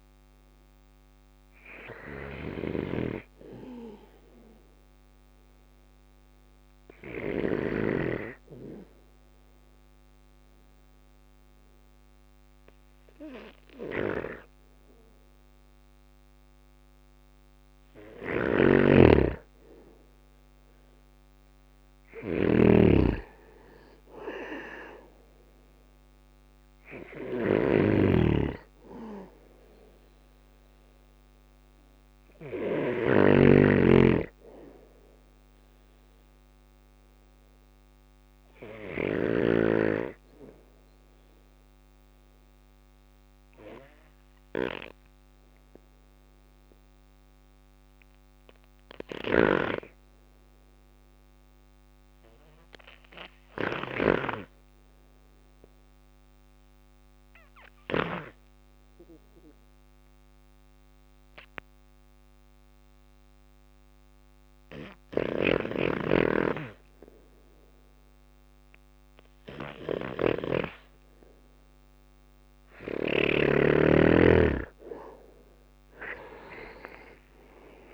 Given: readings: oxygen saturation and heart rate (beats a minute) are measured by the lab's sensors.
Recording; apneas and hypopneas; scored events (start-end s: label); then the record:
breathing in sleep by a microphone on the trachea; 2
0.00-6.50 s: snoring (device-marked)
1.00-4.00 s: arousal
4.00-15.00 s: bradycardia (device-marked, heart rate 61 before, 58 extreme)
7.00-17.50 s: obstructive apnea (oxygen 100% before, 89% lowest, heart rate 62 before, 57 extreme, up 3 after)
16.00-18.00 s: bradycardia (device-marked, heart rate 61 before, 59 extreme)
17.00-38.00 s: snoring (device-marked)
19.50-24.00 s: arousal
24.00-42.00 s: oxygen desaturation (device-marked, oxygen 98% before, 95% lowest, heart rate 59 before, 57 extreme)
25.00-39.00 s: bradycardia (device-marked, heart rate 61 before, 57 extreme)
42.00-69.50 s: obstructive apnea (oxygen 98% before, 87% lowest, heart rate 59 before, 57 extreme, up 8 after)
55.00-71.00 s: bradycardia (device-marked, heart rate 61 before, 57 extreme)
59.00-77.94 s: oxygen desaturation (device-marked, oxygen 98% before, 87% lowest, heart rate 60 before, 54 extreme)
68.00 s: drop in pulse transit time (device-marked)
70.00-77.94 s: drop in pulse transit time (device-marked, heart rate 59 before, 58 extreme)
76.00-77.94 s: arousal
From the record:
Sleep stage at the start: N2 (light sleep); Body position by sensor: on the back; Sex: male